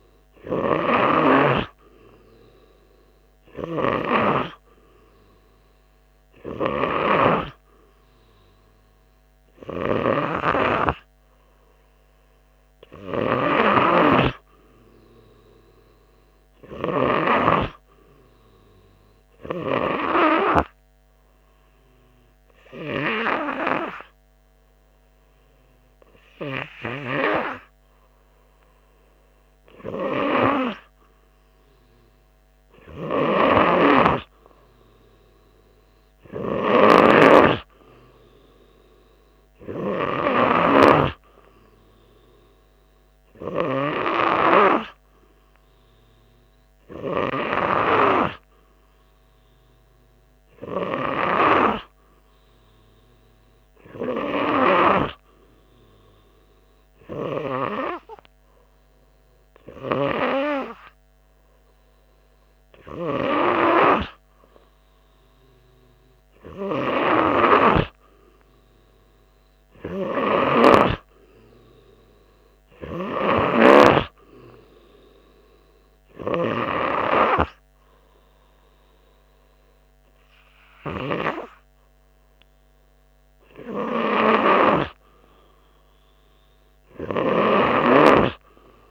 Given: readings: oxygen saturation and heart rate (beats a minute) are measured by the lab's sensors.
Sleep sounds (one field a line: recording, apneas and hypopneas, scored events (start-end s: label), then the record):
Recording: breathing in sleep by a microphone on the trachea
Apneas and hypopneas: 1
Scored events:
20.00-32.00 s: obstructive apnea (oxygen 97% before, 95% lowest, heart rate 92 before, 88 extreme, up 2 after)
38.50-42.00 s: arousal
From the record:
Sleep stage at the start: N3 (deep sleep)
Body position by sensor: on the front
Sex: male